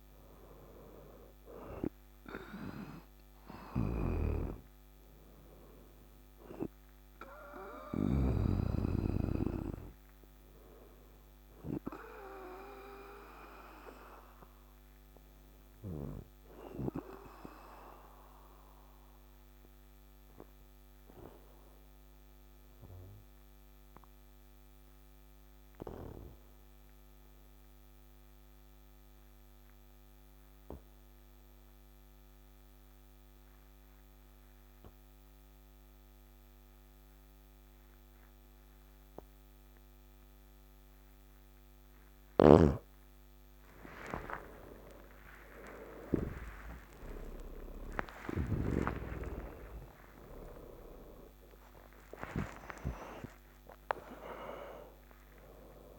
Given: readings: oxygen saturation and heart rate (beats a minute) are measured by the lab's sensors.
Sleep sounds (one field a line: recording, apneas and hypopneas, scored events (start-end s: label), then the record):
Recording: breathing in sleep by a microphone on the trachea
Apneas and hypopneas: 1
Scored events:
0.00-15.50 s: oxygen desaturation (device-marked, oxygen 95% lowest, heart rate 54 extreme)
3.00-7.50 s: snoring (device-marked)
11.50-42.00 s: obstructive apnea (oxygen 100% before, 87% lowest, heart rate 58 before, 54 extreme, up 12 after)
36.50-55.99 s: oxygen desaturation (device-marked, oxygen 98% before, 87% lowest, heart rate 55 before, 53 extreme)
41.50-45.50 s: snoring (device-marked)
44.50-51.50 s: arousal
47.50-55.99 s: snoring (device-marked)
From the record:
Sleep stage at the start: N2 (light sleep)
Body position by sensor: on the back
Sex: male